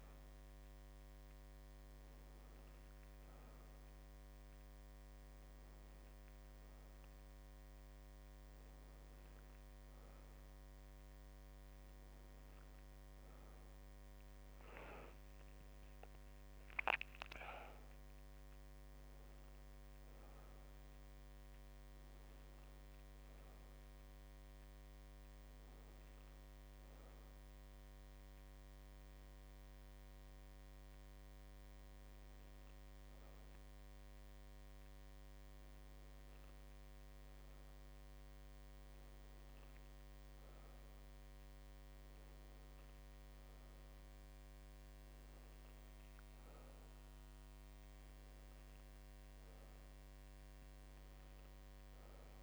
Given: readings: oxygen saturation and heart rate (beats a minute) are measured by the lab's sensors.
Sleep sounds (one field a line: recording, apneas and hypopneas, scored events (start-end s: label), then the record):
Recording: breathing in sleep, hard to hear, by a microphone on the trachea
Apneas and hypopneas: none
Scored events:
none scored
From the record:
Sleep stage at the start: N2 (light sleep)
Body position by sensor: on the back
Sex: female